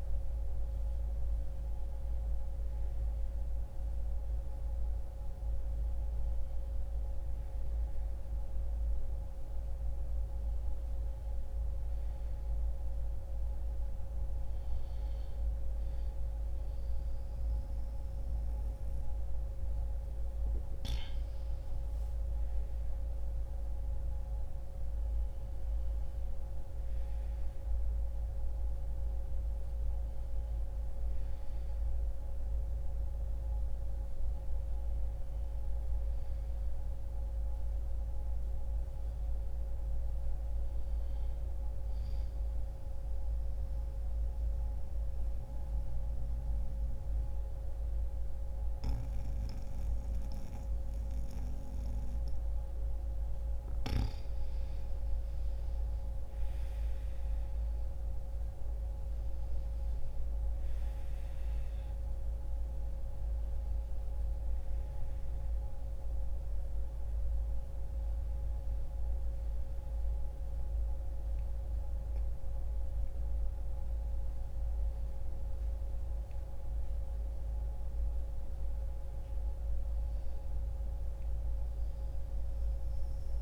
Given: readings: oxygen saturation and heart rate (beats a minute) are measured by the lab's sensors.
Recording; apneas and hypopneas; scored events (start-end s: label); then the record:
breathing in sleep, hard to hear, by a room microphone; 1
0.00-9.50 s: oxygen desaturation (device-marked, oxygen 93% lowest, heart rate 63 extreme)
34.50-38.00 s: arousal
41.50-53.00 s: mixed apnea (oxygen 94% before, 87% lowest, heart rate 65 before, 61 extreme, up 2 after)
56.50-61.00 s: arousal
64.50-81.50 s: oxygen desaturation (device-marked, oxygen 94% before, 87% lowest, heart rate 63 before, 61 extreme)
81.50-83.42 s: new sleep stage, awake
From the record:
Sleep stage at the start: N1 (lightest sleep); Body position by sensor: on the back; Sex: male